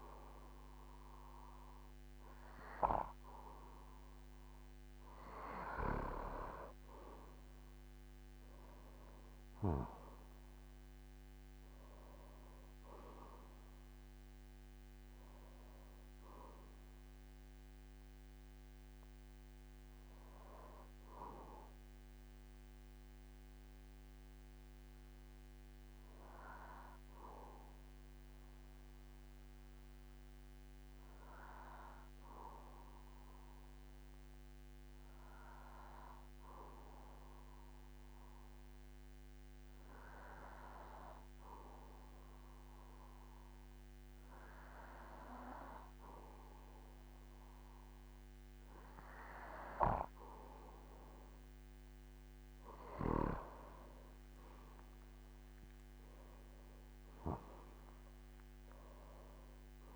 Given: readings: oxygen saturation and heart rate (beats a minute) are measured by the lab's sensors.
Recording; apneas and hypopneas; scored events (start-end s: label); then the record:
breathing in sleep by a microphone on the trachea; 1
2.50-33.50 s: oxygen desaturation (device-marked, oxygen 98% before, 93% lowest, heart rate 50 before, 47 extreme)
25.00-47.00 s: hypopnea (oxygen 98% before, 92% lowest, heart rate 57 before, 49 extreme, up 8 after)
47.50-59.96 s: oxygen desaturation (device-marked, oxygen 98% before, 92% lowest, heart rate 50 before, 48 extreme)
54.00-58.00 s: arousal
54.50-59.50 s: tachycardia (device-marked, heart rate 63 before, 110 extreme)
56.50-58.50 s: long interval between heartbeats (device-marked, heart rate 52 before, 78 extreme)
From the record:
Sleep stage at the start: N2 (light sleep); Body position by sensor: on the back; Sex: male